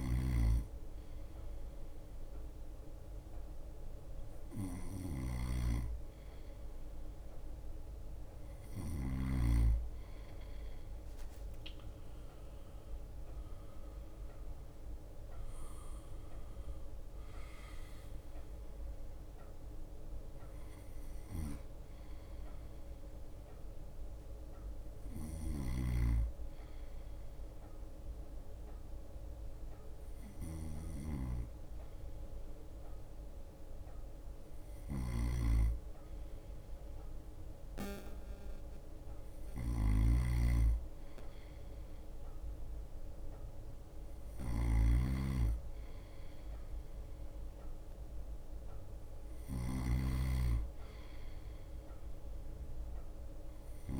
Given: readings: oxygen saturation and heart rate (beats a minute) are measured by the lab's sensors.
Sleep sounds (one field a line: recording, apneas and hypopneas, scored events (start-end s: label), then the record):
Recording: breathing in sleep by a room microphone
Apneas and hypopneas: 1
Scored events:
0.00-9.50 s: snoring (device-marked)
0.00-11.00 s: bradycardia (device-marked, heart rate 55 extreme)
13.00-54.00 s: bradycardia (device-marked, heart rate 57 before, 55 extreme)
13.50-18.00 s: arousal
25.50-54.00 s: snoring (device-marked)
27.50-38.00 s: hypopnea (oxygen 93% before, 91% lowest, heart rate 57 before, 56 extreme, up 1 after)
41.00-44.50 s: arousal
From the record:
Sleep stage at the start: N2 (light sleep)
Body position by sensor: on the right side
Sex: male